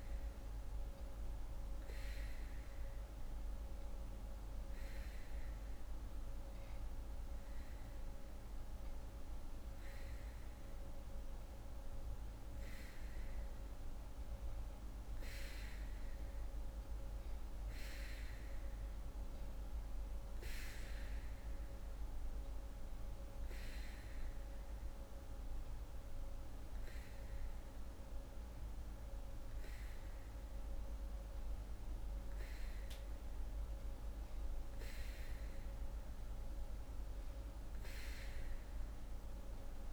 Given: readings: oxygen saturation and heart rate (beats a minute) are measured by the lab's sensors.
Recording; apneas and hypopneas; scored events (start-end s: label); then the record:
breathing in sleep, hard to hear, by a room microphone; none
none scored
From the record:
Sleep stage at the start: N3 (deep sleep); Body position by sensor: on the back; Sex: female